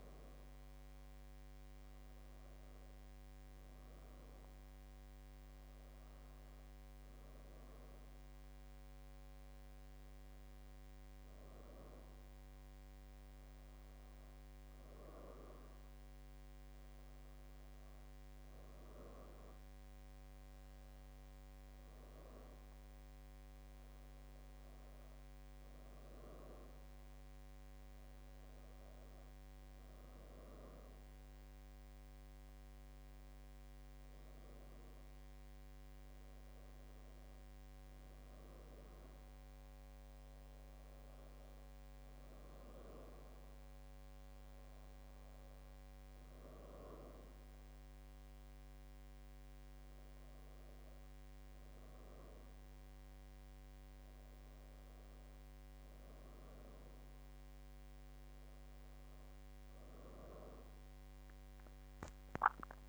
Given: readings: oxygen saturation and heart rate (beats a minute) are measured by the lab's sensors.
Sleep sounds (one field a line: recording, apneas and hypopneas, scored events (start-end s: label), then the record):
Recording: breathing in sleep by a microphone on the trachea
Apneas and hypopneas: none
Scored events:
none scored
From the record:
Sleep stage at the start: N2 (light sleep)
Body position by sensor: on the back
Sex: female